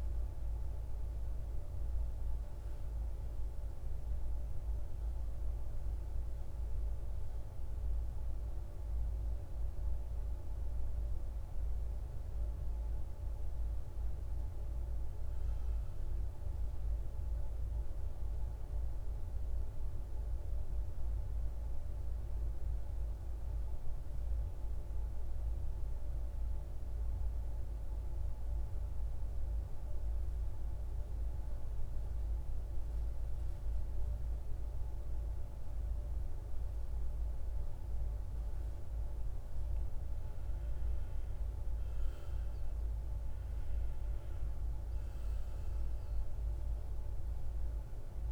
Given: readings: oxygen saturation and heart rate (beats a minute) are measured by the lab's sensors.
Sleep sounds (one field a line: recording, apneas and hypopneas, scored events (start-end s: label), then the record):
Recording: a person partly awake in a sleep study, hard to hear, by a room microphone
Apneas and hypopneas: 1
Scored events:
5.00-35.00 s: new sleep stage, N1 (lightest sleep)
16.50-39.50 s: mixed apnea (oxygen 99% before, 88% lowest, heart rate 56 before, 54 extreme, up 15 after)
35.00-48.32 s: new sleep stage, N2 (light sleep)
41.00-45.00 s: arousal
44.00-48.32 s: oxygen desaturation (device-marked, oxygen 97% before, 91% lowest, heart rate 57 before, 57 extreme)
From the record:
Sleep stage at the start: awake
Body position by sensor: on the back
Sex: male